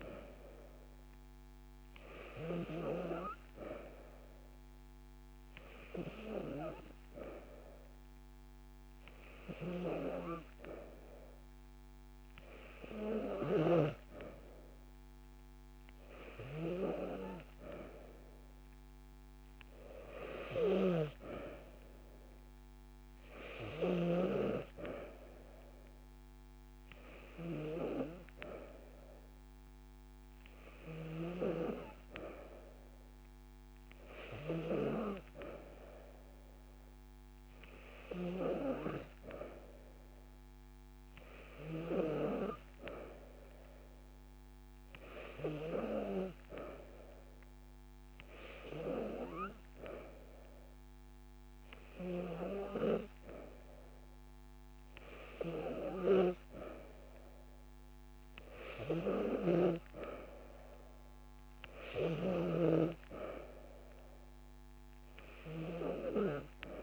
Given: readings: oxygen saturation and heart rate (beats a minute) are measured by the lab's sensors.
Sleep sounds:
breathing in sleep by a microphone on the trachea; none
19.50-21.50 s: long interval between heartbeats (device-marked)
22.50-24.50 s: long interval between heartbeats (device-marked)
29.00-31.00 s: long interval between heartbeats (device-marked)
47.00-49.00 s: long interval between heartbeats (device-marked)
52.50-54.50 s: long interval between heartbeats (device-marked)
52.50-56.50 s: drop in pulse transit time (device-marked)
55.00-57.00 s: long interval between heartbeats (device-marked)
58.50-62.50 s: drop in pulse transit time (device-marked)
From the record:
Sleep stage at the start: N2 (light sleep); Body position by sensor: on the back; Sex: female

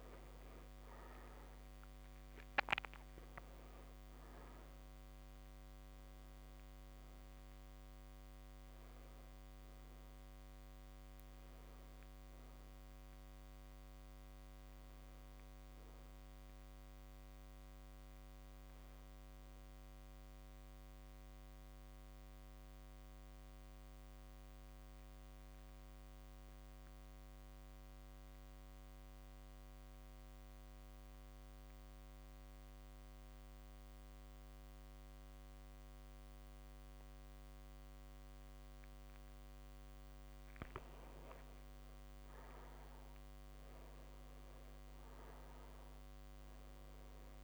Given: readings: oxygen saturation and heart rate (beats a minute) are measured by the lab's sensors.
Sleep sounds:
breathing in sleep, hard to hear, by a microphone on the trachea; 1
0.00-26.50 s: oxygen desaturation (device-marked, oxygen 88% lowest)
19.00-39.00 s: mixed apnea (oxygen 98% before, 88% lowest)
39.00-41.00 s: long interval between heartbeats (device-marked)
42.50-46.50 s: arousal
From the record:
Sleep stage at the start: N2 (light sleep); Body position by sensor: on the back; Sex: male

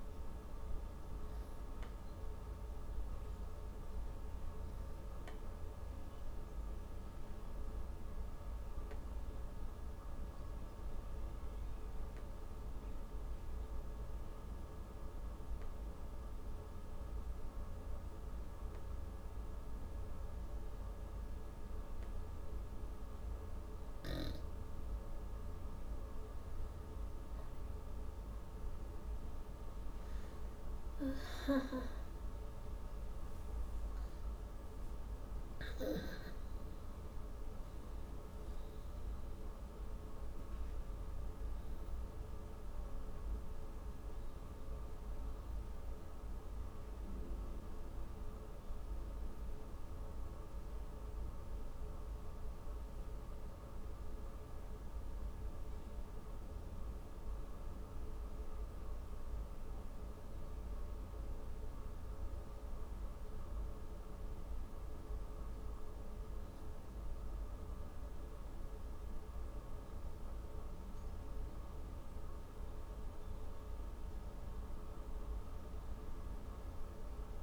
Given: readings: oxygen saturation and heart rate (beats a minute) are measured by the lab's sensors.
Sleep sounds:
breathing in sleep, hard to hear, by a room microphone; 2
5.00-24.00 s: obstructive apnea (oxygen 97% before, 90% lowest, heart rate 113 before, 100 extreme, up 38 after)
26.50-30.50 s: arousal
51.50-70.00 s: obstructive apnea (oxygen 97% before, 90% lowest, heart rate 131 before, 87 extreme, up 27 after)
72.50-77.43 s: arousal
From the record:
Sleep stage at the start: N2 (light sleep); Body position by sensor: on the back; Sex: female

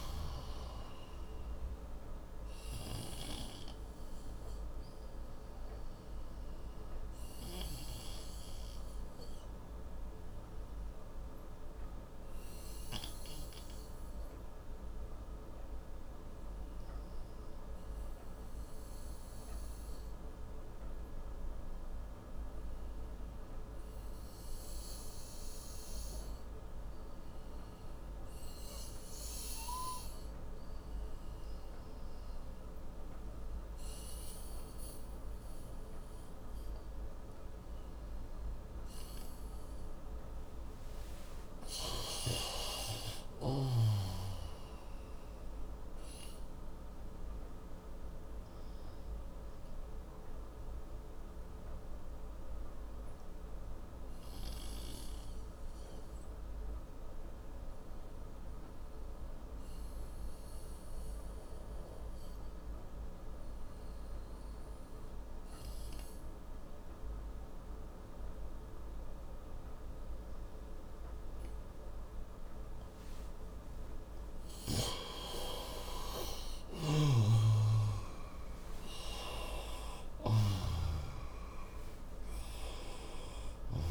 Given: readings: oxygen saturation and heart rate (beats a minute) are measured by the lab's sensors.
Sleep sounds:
breathing in sleep by a room microphone; 2
0.00-27.50 s: oxygen desaturation (device-marked, oxygen 90% lowest, heart rate 59 extreme)
17.00-34.00 s: obstructive apnea (oxygen 96% before, 89% lowest, heart rate 71 before, 60 extreme, up 50 after)
39.00-44.00 s: arousal
48.50-73.50 s: oxygen desaturation (device-marked, oxygen 95% before, 89% lowest, heart rate 90 before, 57 extreme)
50.50-73.50 s: obstructive apnea (oxygen 97% before, 87% lowest, heart rate 93 before, 57 extreme, up 16 after)
75.50-79.00 s: arousal
76.50-80.50 s: snoring (device-marked)
From the record:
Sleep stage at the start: N2 (light sleep); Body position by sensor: on the right side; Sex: male

